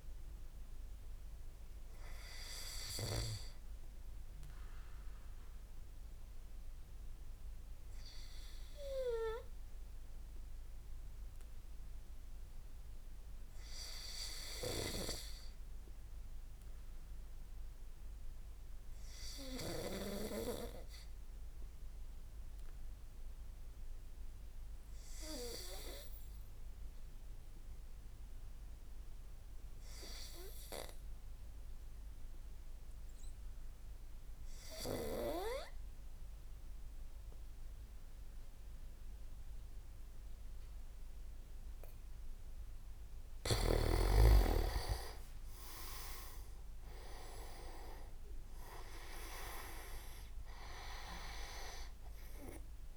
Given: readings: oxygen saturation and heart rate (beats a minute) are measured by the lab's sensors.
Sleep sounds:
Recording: breathing in sleep by a room microphone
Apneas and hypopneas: 1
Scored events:
1.00-42.50 s: obstructive apnea (oxygen 97% before, 94% lowest, heart rate 58 before, 61 extreme, up 5 after)
30.00-52.97 s: oxygen desaturation (device-marked, oxygen 98% before, 94% lowest, heart rate 62 before, 61 extreme)
44.50-48.50 s: arousal
From the record:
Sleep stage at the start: N2 (light sleep)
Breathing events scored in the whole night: 310 in 5.2 hours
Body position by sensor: on the back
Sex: male

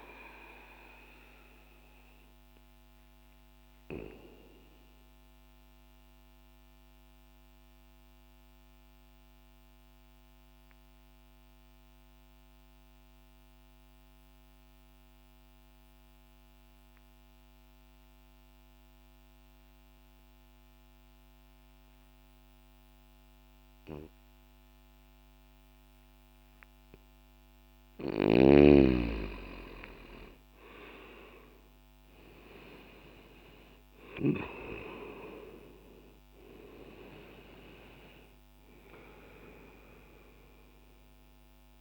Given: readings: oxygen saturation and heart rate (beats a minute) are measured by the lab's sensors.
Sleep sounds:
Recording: breathing in sleep by a microphone on the trachea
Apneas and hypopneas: 1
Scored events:
4.50-26.50 s: obstructive apnea (oxygen 95% before, 88% lowest, heart rate 60 before, 60 extreme, up 0 after)
15.00-25.00 s: oxygen desaturation (device-marked, oxygen 94% before, 88% lowest, heart rate 60 before, 60 extreme)
27.50-31.50 s: arousal
35.00-41.00 s: oxygen desaturation (device-marked, oxygen 97% before, 92% lowest, heart rate 60 before, 60 extreme)
From the record:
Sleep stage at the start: N2 (light sleep)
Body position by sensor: on the left side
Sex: male

